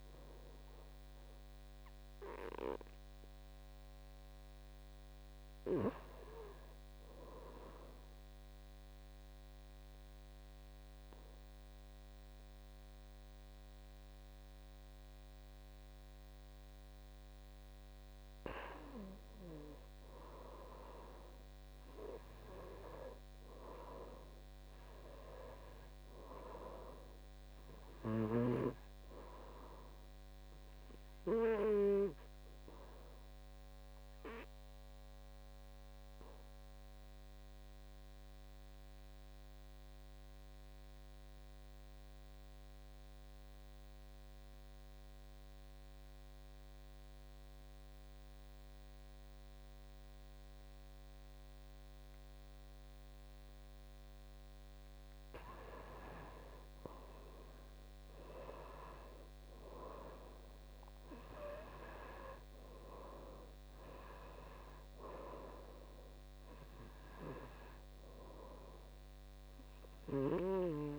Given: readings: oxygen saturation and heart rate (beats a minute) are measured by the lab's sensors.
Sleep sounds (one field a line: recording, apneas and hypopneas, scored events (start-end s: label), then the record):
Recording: breathing in sleep by a microphone on the trachea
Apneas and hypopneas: 2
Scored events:
0.00-12.00 s: oxygen desaturation (device-marked, oxygen 82% lowest, heart rate 53 extreme)
8.50-19.00 s: obstructive apnea (oxygen 97% before, 82% lowest, heart rate 61 before, 55 extreme, up 7 after)
21.00-25.00 s: arousal
31.00-46.00 s: oxygen desaturation (device-marked, oxygen 96% before, 91% lowest, heart rate 60 before, 55 extreme)
32.50-54.50 s: obstructive apnea (oxygen 98% before, 82% lowest, heart rate 60 before, 55 extreme, up 11 after)
56.00-60.00 s: arousal
56.00-70.98 s: oxygen desaturation (device-marked, oxygen 97% before, 82% lowest, heart rate 58 before, 53 extreme)
From the record:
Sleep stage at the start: N2 (light sleep)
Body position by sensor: on the back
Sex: male